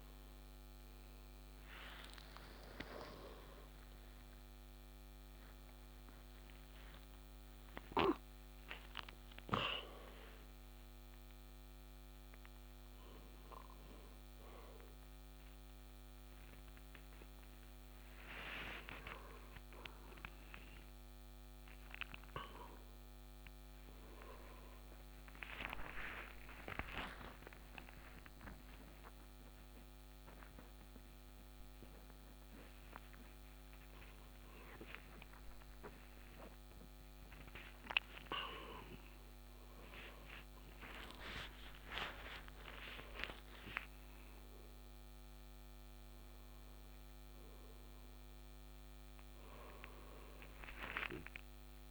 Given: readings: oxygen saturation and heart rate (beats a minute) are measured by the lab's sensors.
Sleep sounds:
a person awake in a sleep study, by a microphone on the trachea; none
4.00-6.00 s: tachycardia (device-marked, heart rate 60 before, 79 extreme)
22.00-39.00 s: tachycardia (device-marked, heart rate 61 before, 188 extreme)
From the record:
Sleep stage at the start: awake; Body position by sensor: on the right side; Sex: male

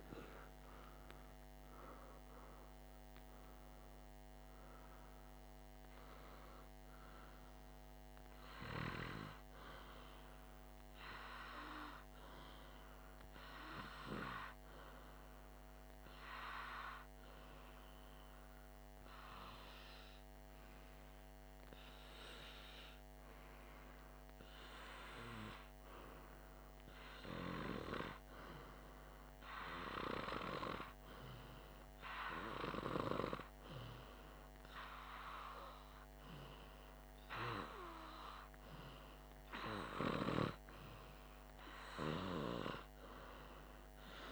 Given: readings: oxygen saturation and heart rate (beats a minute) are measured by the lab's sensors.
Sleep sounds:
breathing in sleep by a microphone on the trachea; 1
10.50-16.50 s: oxygen desaturation (device-marked, oxygen 97% before, 93% lowest, heart rate 63 before, 51 extreme)
14.00-24.00 s: hypopnea (oxygen 98% before, 94% lowest, heart rate 63 before, 51 extreme, up 2 after)
25.50-29.50 s: arousal
From the record:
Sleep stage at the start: REM sleep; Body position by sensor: on the back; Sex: male

